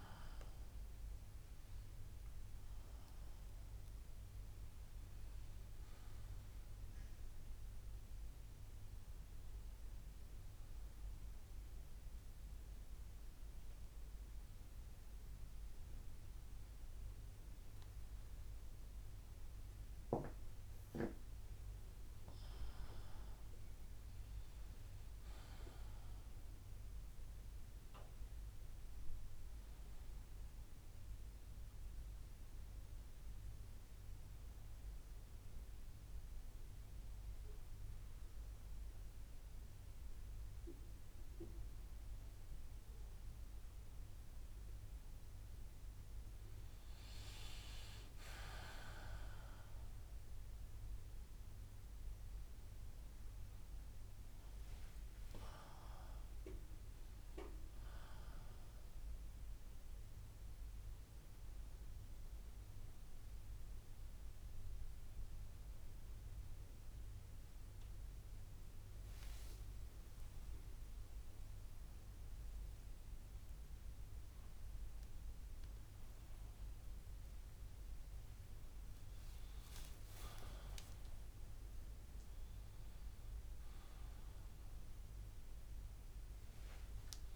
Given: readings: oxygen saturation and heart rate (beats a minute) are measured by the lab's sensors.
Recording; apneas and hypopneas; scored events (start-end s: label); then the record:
breathing in sleep by a room microphone; none
0.00-1.50 s: long interval between heartbeats (device-marked, heart rate 97 extreme)
28.00-45.00 s: oxygen desaturation (device-marked, oxygen 98% before, 95% lowest, heart rate 66 before, 65 extreme)
51.00-55.00 s: arousal
78.00-81.50 s: arousal
From the record:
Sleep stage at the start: N1 (lightest sleep); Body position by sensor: on the back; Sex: male